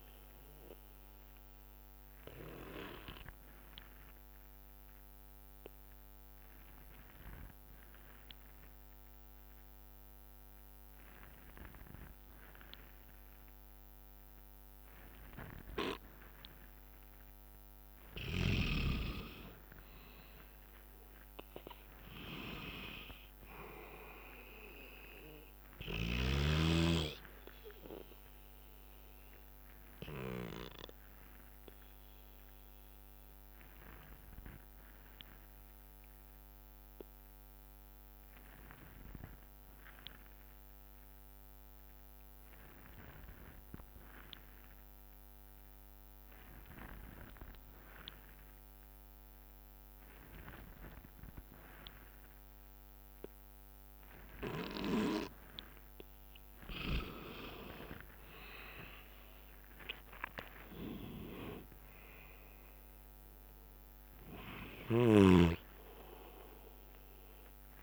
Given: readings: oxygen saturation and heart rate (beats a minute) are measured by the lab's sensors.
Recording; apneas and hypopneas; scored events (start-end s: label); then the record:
breathing in sleep by a microphone on the trachea; 2
0.50-18.00 s: obstructive apnea (oxygen 100% before, 89% lowest, heart rate 79 before, 59 extreme, up 3 after)
17.50-38.50 s: oxygen desaturation (device-marked, oxygen 99% before, 90% lowest, heart rate 63 before, 59 extreme)
19.50-24.00 s: arousal
29.50-31.50 s: bradycardia (device-marked, heart rate 66 before, 60 extreme)
31.00-56.00 s: obstructive apnea (oxygen 100% before, 89% lowest, heart rate 64 before, 59 extreme, up 13 after)
50.50-67.83 s: oxygen desaturation (device-marked, oxygen 99% before, 89% lowest, heart rate 63 before, 59 extreme)
59.50-64.50 s: arousal
From the record:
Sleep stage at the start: N2 (light sleep); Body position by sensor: on the back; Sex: male